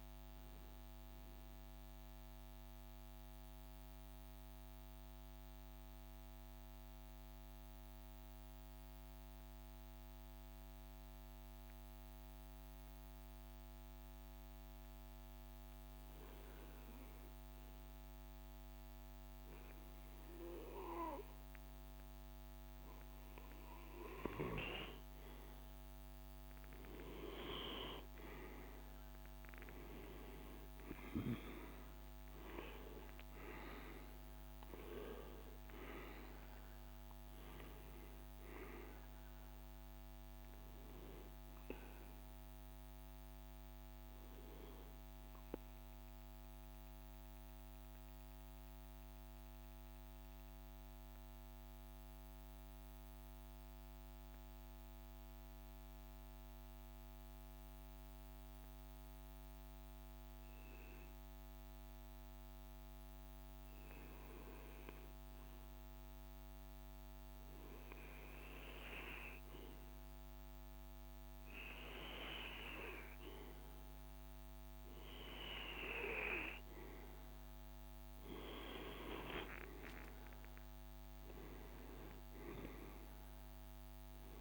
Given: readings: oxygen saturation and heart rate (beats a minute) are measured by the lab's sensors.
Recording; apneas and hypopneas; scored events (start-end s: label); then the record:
breathing in sleep by a microphone on the trachea; 2
0.50-11.50 s: central apnea (oxygen 98% before, 91% lowest, heart rate 59 before, 52 extreme, up 0 after)
14.50-18.50 s: arousal
18.50-50.50 s: oxygen desaturation (device-marked, oxygen 98% before, 91% lowest, heart rate 54 before, 54 extreme)
31.50-36.50 s: arousal
46.00-60.00 s: central apnea (oxygen 98% before, 92% lowest, heart rate 59 before, 54 extreme, up 0 after)
62.50-67.50 s: arousal
65.50-84.41 s: oxygen desaturation (device-marked, oxygen 99% before, 92% lowest, heart rate 56 before, 51 extreme)
From the record:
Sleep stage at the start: N2 (light sleep); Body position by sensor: on the right side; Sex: male